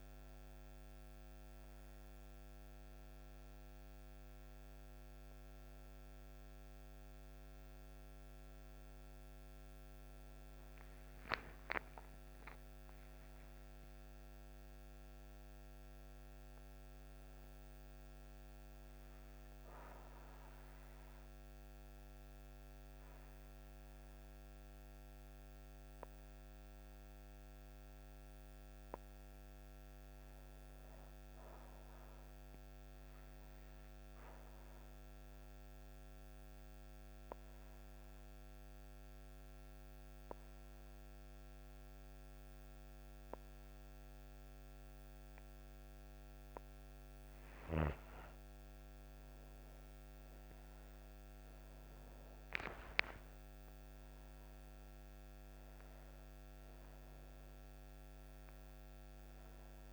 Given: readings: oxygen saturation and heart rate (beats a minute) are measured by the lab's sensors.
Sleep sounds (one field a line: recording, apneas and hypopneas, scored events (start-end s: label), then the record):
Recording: breathing in sleep by a microphone on the trachea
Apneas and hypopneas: 1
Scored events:
6.50-30.50 s: oxygen desaturation (device-marked, oxygen 98% before, 93% lowest)
15.50-59.92 s: new sleep stage, N2 (light sleep)
34.50-46.50 s: obstructive apnea (oxygen 97% before, 85% lowest)
46.50-59.92 s: oxygen desaturation (device-marked, oxygen 97% before, 85% lowest)
51.50-56.50 s: arousal
From the record:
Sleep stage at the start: N1 (lightest sleep)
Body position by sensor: on the back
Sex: female